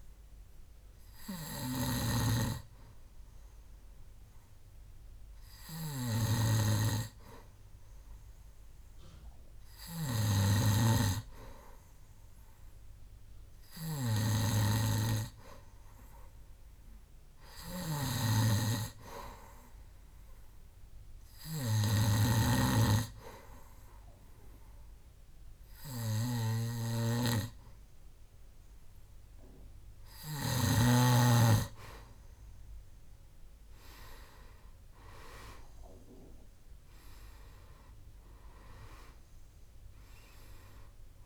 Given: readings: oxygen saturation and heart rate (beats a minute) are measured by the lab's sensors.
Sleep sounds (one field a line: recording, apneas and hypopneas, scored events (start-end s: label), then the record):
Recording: breathing in sleep by a room microphone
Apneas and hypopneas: 1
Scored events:
0.00-1.00 s: oxygen desaturation (device-marked, oxygen 91% lowest, heart rate 66 extreme)
0.00-31.00 s: snoring (device-marked)
1.50-31.00 s: hypopnea (oxygen 97% before, 92% lowest, heart rate 71 before, 66 extreme, up 6 after)
33.50-37.00 s: arousal
From the record:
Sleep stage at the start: N2 (light sleep)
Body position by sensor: on the back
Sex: male